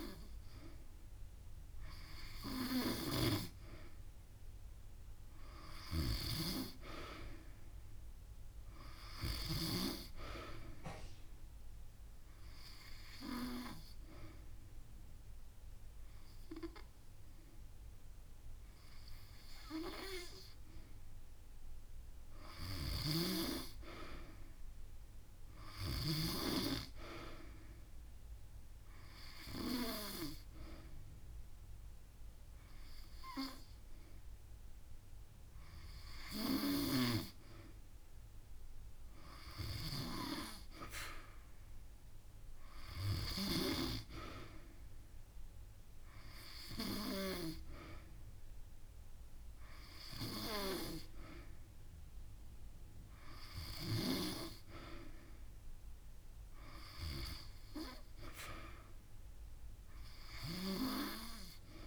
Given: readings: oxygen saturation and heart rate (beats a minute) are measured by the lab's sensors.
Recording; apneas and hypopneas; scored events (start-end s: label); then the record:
breathing in sleep by a room microphone; 1
4.50-8.00 s: arousal
11.50-22.50 s: hypopnea (oxygen 94% before, 92% lowest)
17.50-19.50 s: long interval between heartbeats (device-marked)
25.00-28.50 s: arousal
50.00-52.00 s: long interval between heartbeats (device-marked)
From the record:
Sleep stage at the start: N2 (light sleep); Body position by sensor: on the back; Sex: female